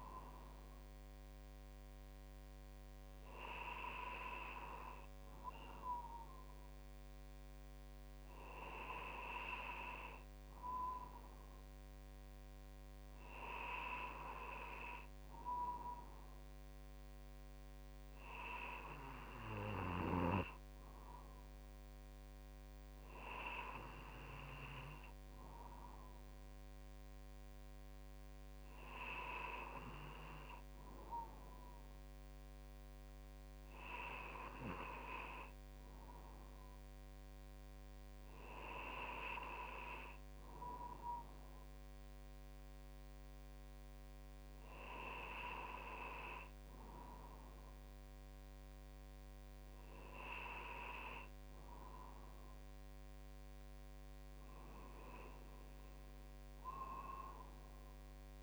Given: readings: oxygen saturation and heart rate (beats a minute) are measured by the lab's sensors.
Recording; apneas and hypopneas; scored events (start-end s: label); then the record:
breathing in sleep by a microphone on the trachea; none
none scored
From the record:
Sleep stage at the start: N2 (light sleep); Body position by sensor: on the right side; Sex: male